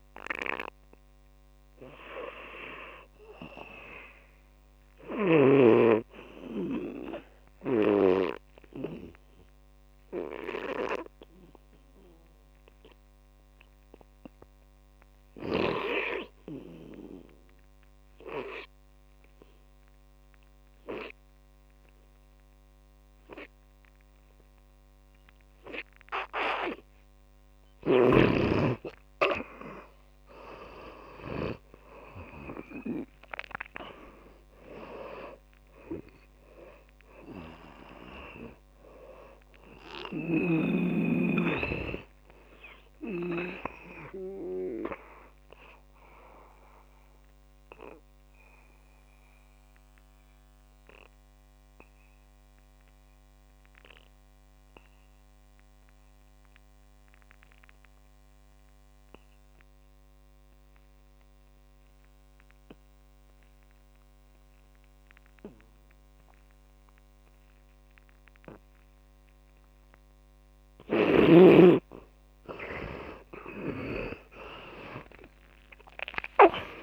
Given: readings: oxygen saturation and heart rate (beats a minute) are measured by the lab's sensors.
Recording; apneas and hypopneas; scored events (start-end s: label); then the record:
breathing in sleep by a microphone on the trachea; 2
9.50-28.00 s: obstructive apnea (oxygen 100% before, 82% lowest, heart rate 70 before, 55 extreme, up 20 after)
18.50-60.50 s: oxygen desaturation (device-marked, oxygen 98% before, 83% lowest, heart rate 67 before, 55 extreme)
28.50-32.00 s: snoring (device-marked)
29.00-34.00 s: arousal
40.50-44.00 s: snoring (device-marked)
45.50-71.50 s: mixed apnea (oxygen 97% before, 80% lowest, heart rate 70 before, 55 extreme, up 19 after)
66.50-76.83 s: oxygen desaturation (device-marked, oxygen 100% before, 80% lowest, heart rate 67 before, 53 extreme)
73.00-76.83 s: arousal
74.00-76.83 s: snoring (device-marked)
From the record:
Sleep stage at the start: N2 (light sleep); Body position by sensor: on the back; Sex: male